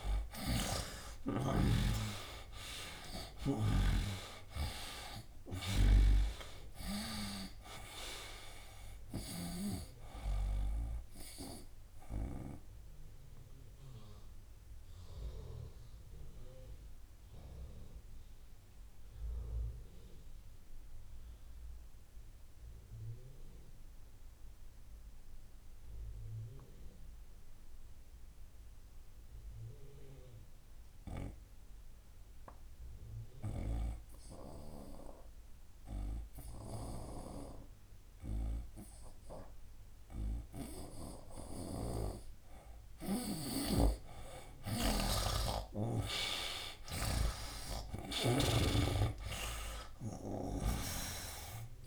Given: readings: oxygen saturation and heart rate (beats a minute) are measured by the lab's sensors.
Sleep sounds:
breathing in sleep by a room microphone; 1
0.00-5.00 s: arousal
0.00-9.50 s: snoring (device-marked)
0.00-28.50 s: oxygen desaturation (device-marked, oxygen 77% lowest, heart rate 62 extreme)
11.50-41.50 s: obstructive apnea (oxygen 97% before, 77% lowest, heart rate 76 before, 62 extreme, up 16 after)
37.50-51.87 s: oxygen desaturation (device-marked, oxygen 99% before, 78% lowest, heart rate 64 before, 65 extreme)
41.50-51.87 s: snoring (device-marked)
46.00-51.00 s: arousal
From the record:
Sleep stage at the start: N2 (light sleep); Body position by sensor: on the right side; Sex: male

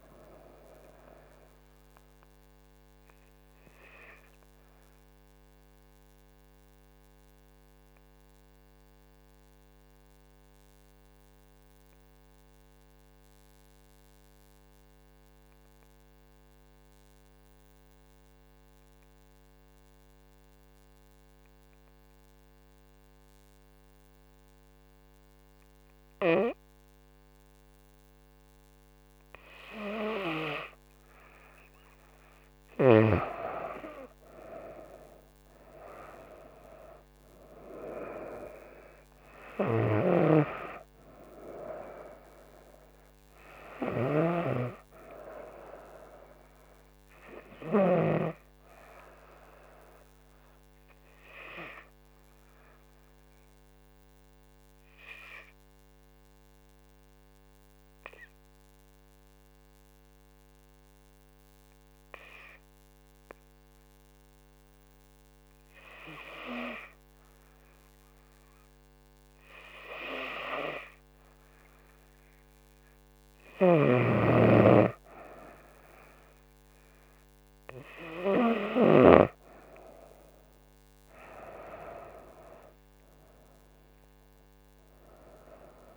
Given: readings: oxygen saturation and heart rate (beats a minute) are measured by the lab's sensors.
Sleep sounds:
breathing in sleep by a microphone on the trachea; 2
7.50-29.50 s: obstructive apnea (oxygen 97% before, 93% lowest, heart rate 74 before, 64 extreme, up 5 after)
31.00-34.50 s: arousal
31.50-58.50 s: oxygen desaturation (device-marked, oxygen 98% before, 93% lowest, heart rate 68 before, 66 extreme)
48.00-74.00 s: hypopnea (oxygen 98% before, 93% lowest, heart rate 73 before, 66 extreme, up 4 after)
75.50-85.97 s: oxygen desaturation (device-marked, oxygen 98% before, 94% lowest, heart rate 68 before, 66 extreme)
82.50-85.97 s: arousal
From the record:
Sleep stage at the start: N2 (light sleep); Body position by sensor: on the right side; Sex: female

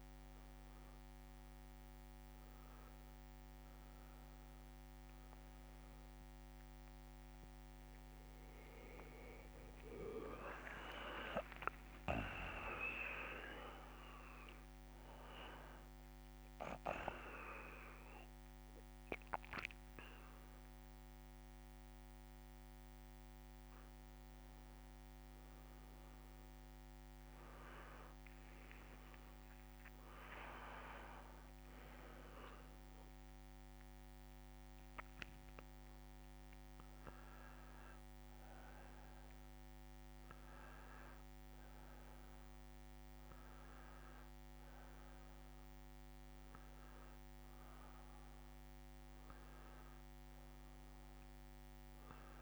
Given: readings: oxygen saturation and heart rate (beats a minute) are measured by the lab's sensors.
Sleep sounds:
breathing in sleep by a microphone on the trachea; none
7.50-12.00 s: arousal
11.50-13.50 s: long interval between heartbeats (device-marked)
19.50-21.50 s: long interval between heartbeats (device-marked, heart rate 46 before, 80 extreme)
22.50-24.50 s: long interval between heartbeats (device-marked, heart rate 58 before, 85 extreme)
27.50-31.50 s: arousal
29.50-31.50 s: long interval between heartbeats (device-marked, heart rate 88 before, 129 extreme)
33.00-35.00 s: long interval between heartbeats (device-marked, heart rate 101 before, 102 extreme)
38.50-52.42 s: oxygen desaturation (device-marked, oxygen 98% before, 93% lowest)
From the record:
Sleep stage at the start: N1 (lightest sleep); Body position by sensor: on the back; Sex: male

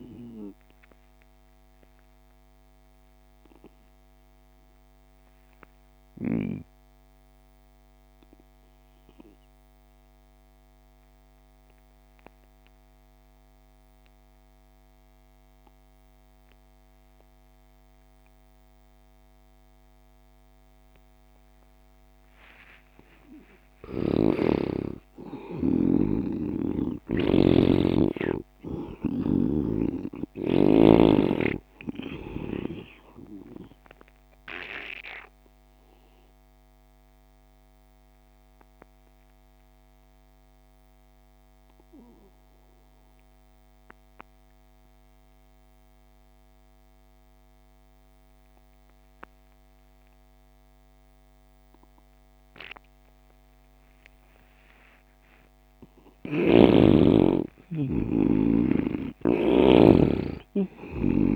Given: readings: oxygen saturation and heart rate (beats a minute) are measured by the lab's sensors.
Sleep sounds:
breathing in sleep by a microphone on the trachea; 2
0.00-13.00 s: oxygen desaturation (device-marked, oxygen 83% lowest)
0.50-23.00 s: obstructive apnea (oxygen 99% before, 83% lowest)
23.00-47.00 s: oxygen desaturation (device-marked, oxygen 99% before, 90% lowest)
23.50-27.50 s: arousal
33.00-55.00 s: obstructive apnea (oxygen 99% before, 86% lowest)
56.00-61.00 s: arousal
59.00-61.36 s: oxygen desaturation (device-marked, oxygen 98% before, 89% lowest)
From the record:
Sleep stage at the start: N2 (light sleep); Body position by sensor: on the right side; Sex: male

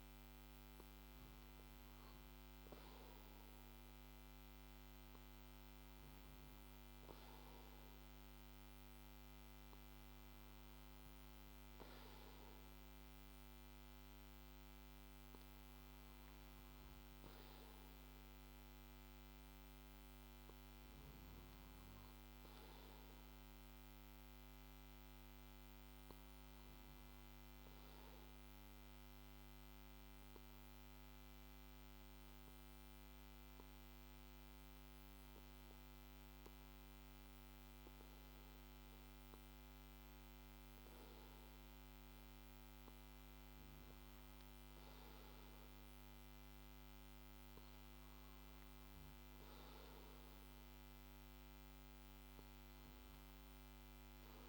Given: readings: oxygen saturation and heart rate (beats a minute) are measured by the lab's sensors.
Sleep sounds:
breathing in sleep, hard to hear, by a microphone on the trachea; 1
10.00-54.49 s: new sleep stage, N2 (light sleep)
27.50-39.50 s: hypopnea (oxygen 95% before, 94% lowest, heart rate 56 before, 47 extreme, up 6 after)
40.00-44.50 s: arousal
From the record:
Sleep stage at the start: N1 (lightest sleep); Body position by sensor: on the back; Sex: male

